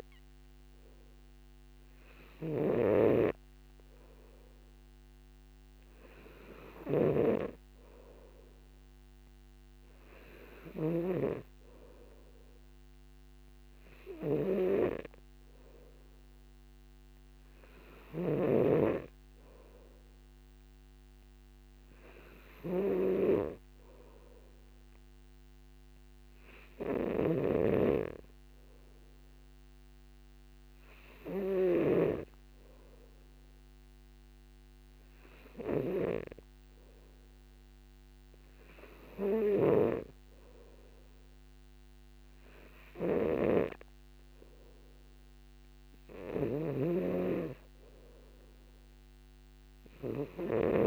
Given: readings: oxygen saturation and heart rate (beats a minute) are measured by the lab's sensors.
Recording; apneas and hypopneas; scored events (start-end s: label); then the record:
breathing in sleep by a microphone on the trachea; none
3.00-32.50 s: snoring (device-marked)
40.00-50.87 s: snoring (device-marked)
48.50-50.87 s: new sleep stage, N3 (deep sleep)
From the record:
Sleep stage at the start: N2 (light sleep); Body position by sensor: on the back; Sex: male